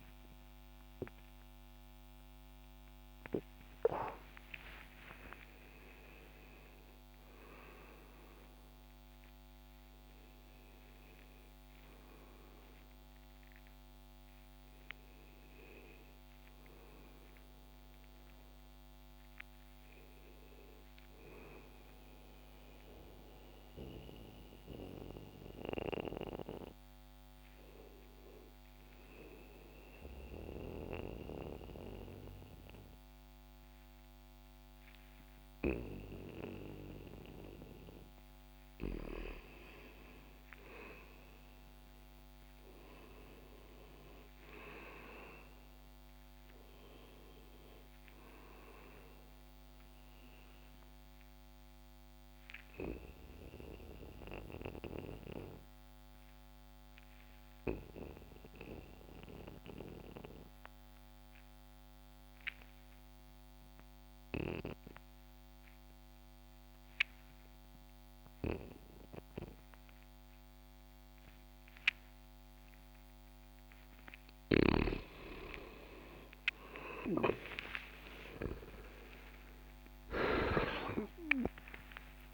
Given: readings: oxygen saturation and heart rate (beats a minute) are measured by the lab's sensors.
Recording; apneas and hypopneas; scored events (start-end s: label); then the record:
a person partly awake in a sleep study, by a microphone on the trachea; 2
14.00-74.00 s: new sleep stage, N2 (light sleep)
28.50-39.00 s: obstructive apnea (oxygen 99% before, 90% lowest, heart rate 72 before, 64 extreme, up 2 after)
39.00-70.00 s: oxygen desaturation (device-marked, oxygen 97% before, 90% lowest, heart rate 67 before, 65 extreme)
40.00-44.00 s: arousal
50.00-71.50 s: obstructive apnea (oxygen 98% before, 90% lowest, heart rate 66 before, 65 extreme, up 14 after)
74.00-82.34 s: new sleep stage, awake
79.00-82.34 s: oxygen desaturation (device-marked, oxygen 97% before, 91% lowest, heart rate 68 before, 89 extreme)
From the record:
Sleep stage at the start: awake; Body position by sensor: on the back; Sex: male